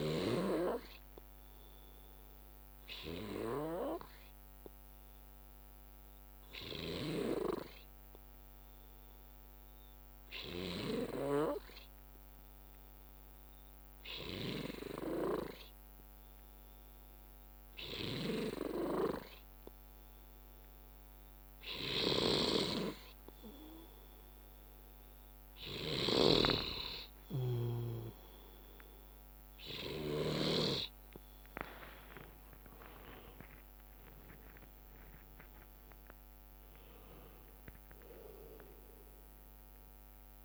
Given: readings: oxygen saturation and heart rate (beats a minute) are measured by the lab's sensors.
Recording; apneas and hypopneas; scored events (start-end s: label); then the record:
breathing in sleep by a microphone on the trachea; 1
2.50-19.50 s: obstructive apnea (oxygen 95% before, 91% lowest, heart rate 60 before, 59 extreme, up 2 after)
3.50-8.50 s: bradycardia (device-marked, heart rate 61 before, 59 extreme)
27.50-31.00 s: snoring (device-marked)
29.50-40.45 s: drop in pulse transit time (device-marked, heart rate 61 before, 67 extreme)
32.50-38.50 s: arousal
From the record:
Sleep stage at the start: N2 (light sleep); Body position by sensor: on the left side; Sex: male